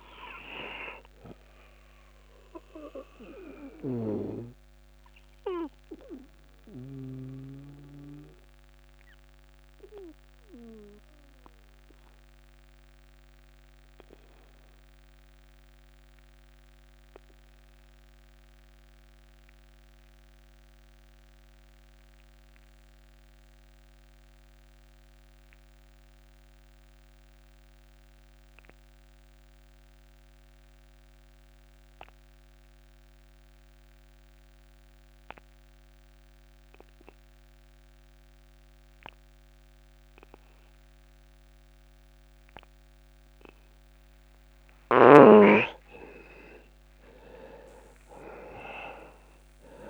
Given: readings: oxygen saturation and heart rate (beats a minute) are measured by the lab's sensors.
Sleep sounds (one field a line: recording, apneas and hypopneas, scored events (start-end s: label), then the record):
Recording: breathing in sleep by a microphone on the trachea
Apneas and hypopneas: 1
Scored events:
0.00-21.00 s: oxygen desaturation (device-marked, oxygen 86% lowest)
3.00-43.50 s: obstructive apnea (oxygen 99% before, 86% lowest)
40.00-49.90 s: oxygen desaturation (device-marked, oxygen 99% before, 86% lowest)
46.00-49.50 s: arousal
From the record:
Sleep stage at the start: REM sleep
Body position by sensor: on the back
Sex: male